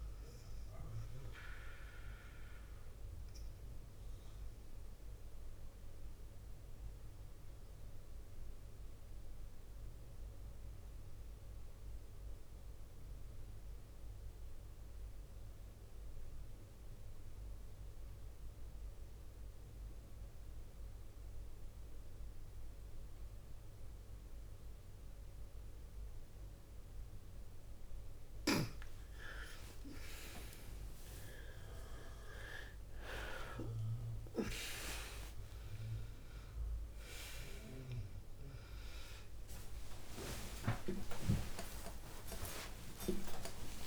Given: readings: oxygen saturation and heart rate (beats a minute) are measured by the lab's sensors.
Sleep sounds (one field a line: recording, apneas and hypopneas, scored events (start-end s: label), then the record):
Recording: a person awake in a sleep study, by a room microphone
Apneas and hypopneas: 1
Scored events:
0.00-8.50 s: oxygen desaturation (device-marked, oxygen 95% lowest, heart rate 45 extreme)
4.00-27.00 s: obstructive apnea (oxygen 99% before, 93% lowest, heart rate 53 before, 45 extreme, up 9 after)
19.50-43.87 s: new sleep stage, awake
28.50-43.87 s: oxygen desaturation (device-marked, oxygen 99% before, 93% lowest, heart rate 48 before, 48 extreme)
38.50-43.87 s: tachycardia (device-marked, heart rate 52 before, 207 extreme)
42.00-43.87 s: long interval between heartbeats (device-marked, heart rate 56 before, 121 extreme)
From the record:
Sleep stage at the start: N2 (light sleep)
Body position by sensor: on the back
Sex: female